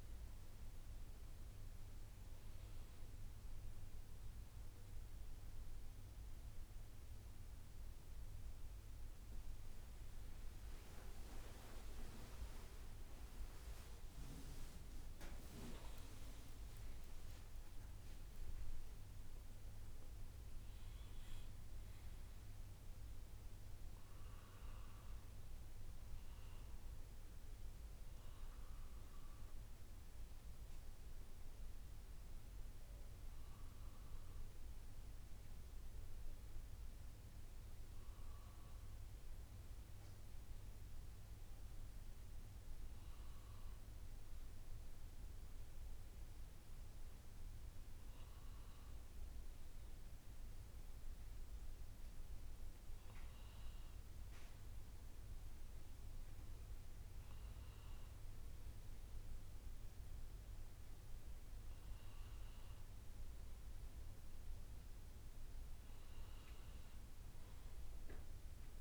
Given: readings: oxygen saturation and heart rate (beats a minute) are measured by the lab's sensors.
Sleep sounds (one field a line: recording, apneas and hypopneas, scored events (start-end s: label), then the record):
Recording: a person partly awake in a sleep study, hard to hear, by a room microphone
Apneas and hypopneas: none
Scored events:
11.00-13.00 s: long interval between heartbeats (device-marked, heart rate 69 before, 70 extreme)
19.00-43.00 s: drop in pulse transit time (device-marked, heart rate 74 before, 65 extreme)
32.00-68.81 s: new sleep stage, N1 (lightest sleep)
From the record:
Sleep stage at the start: awake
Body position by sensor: on the right side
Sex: male